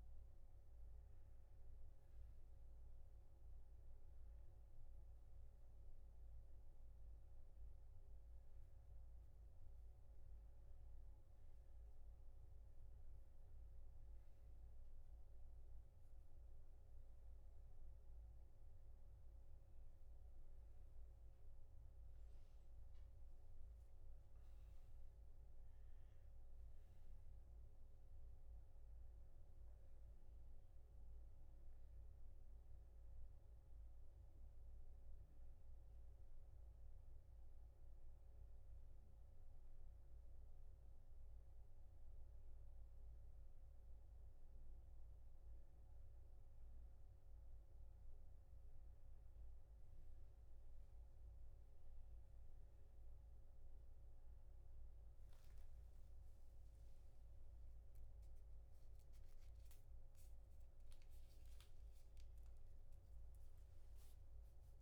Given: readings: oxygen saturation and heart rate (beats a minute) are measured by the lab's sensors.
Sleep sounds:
breathing in sleep, hard to hear, by a room microphone; none
none scored
From the record:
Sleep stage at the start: N2 (light sleep); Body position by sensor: on the back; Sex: male

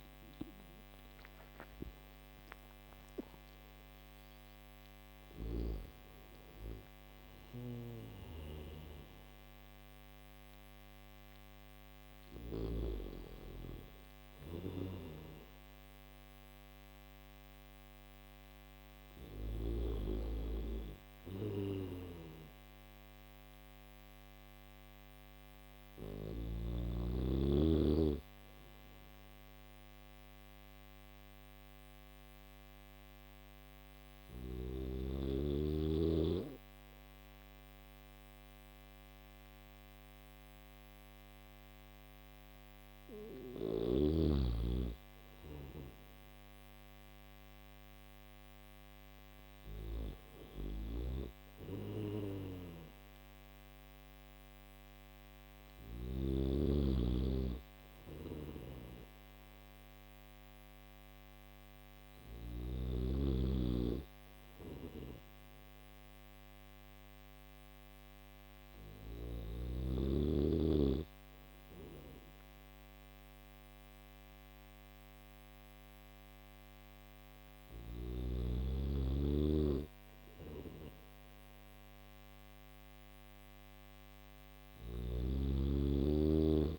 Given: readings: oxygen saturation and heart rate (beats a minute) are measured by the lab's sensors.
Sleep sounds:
breathing in sleep by a microphone on the trachea; none
7.00-12.00 s: snoring (device-marked)
43.00-55.50 s: snoring (device-marked)
57.50-62.00 s: snoring (device-marked)
From the record:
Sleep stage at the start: N3 (deep sleep); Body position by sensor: on the back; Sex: male

